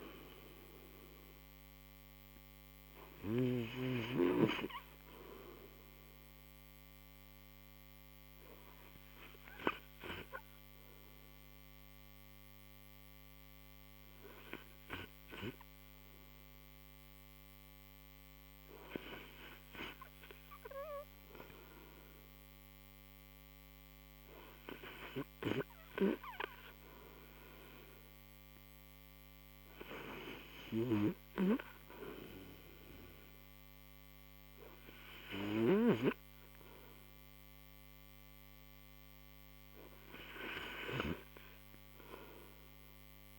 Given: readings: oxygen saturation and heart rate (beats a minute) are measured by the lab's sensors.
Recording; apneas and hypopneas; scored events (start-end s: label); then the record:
breathing in sleep by a microphone on the trachea; 1
7.00-20.50 s: hypopnea (oxygen 92% before, 87% lowest, heart rate 87 before, 48 extreme, up 18 after)
22.00-25.50 s: arousal
30.50-43.39 s: oxygen desaturation (device-marked, oxygen 98% before, 90% lowest, heart rate 84 before, 48 extreme)
From the record:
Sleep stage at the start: REM sleep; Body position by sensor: on the right side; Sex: male